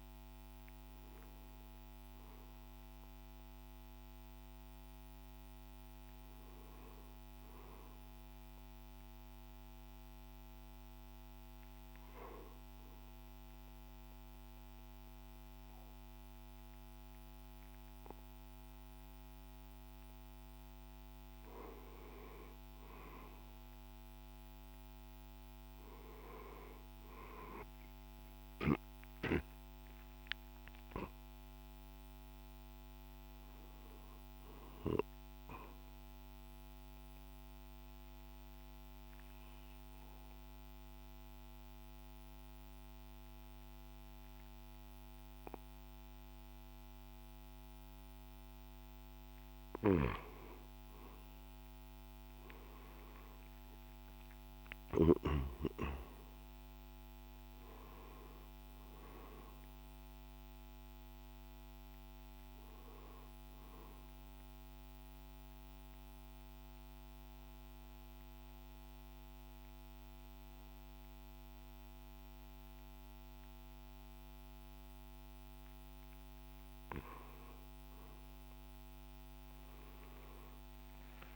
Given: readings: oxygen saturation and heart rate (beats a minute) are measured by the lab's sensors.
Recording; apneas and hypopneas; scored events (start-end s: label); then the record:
breathing in sleep by a microphone on the trachea; 3
0.00-11.50 s: oxygen desaturation (device-marked, oxygen 92% lowest, heart rate 60 extreme)
9.00-22.00 s: hypopnea (oxygen 96% before, 91% lowest, heart rate 66 before, 59 extreme, up 4 after)
25.00-29.00 s: arousal
35.00-47.50 s: central apnea (oxygen 97% before, 91% lowest, heart rate 63 before, 57 extreme, up 8 after)
51.00-55.50 s: arousal
55.50-68.50 s: drop in pulse transit time (device-marked, heart rate 61 before, 59 extreme)
59.50-78.50 s: oxygen desaturation (device-marked, oxygen 96% before, 91% lowest, heart rate 62 before, 56 extreme)
63.00-75.50 s: central apnea (oxygen 96% before, 91% lowest, heart rate 62 before, 57 extreme)
From the record:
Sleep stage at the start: N1 (lightest sleep); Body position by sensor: on the right side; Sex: male